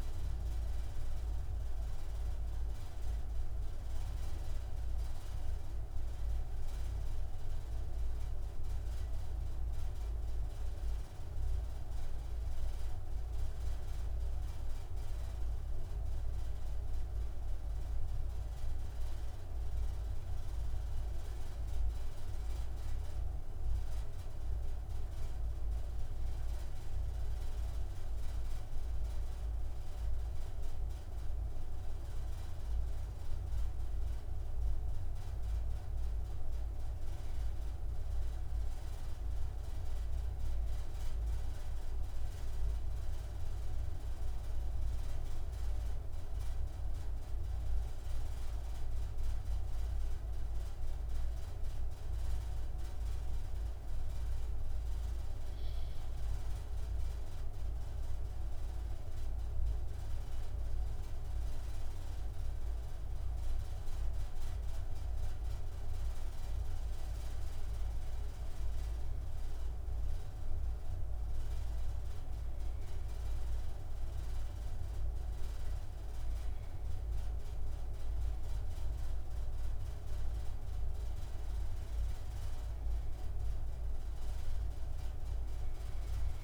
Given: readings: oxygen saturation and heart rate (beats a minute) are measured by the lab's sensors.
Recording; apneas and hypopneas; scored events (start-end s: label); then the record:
breathing in sleep, hard to hear, by a room microphone; none
0.00-5.00 s: oxygen desaturation (device-marked, oxygen 95% lowest)
39.00-86.44 s: new sleep stage, N2 (light sleep)
From the record:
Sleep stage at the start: N1 (lightest sleep); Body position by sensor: on the right side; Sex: male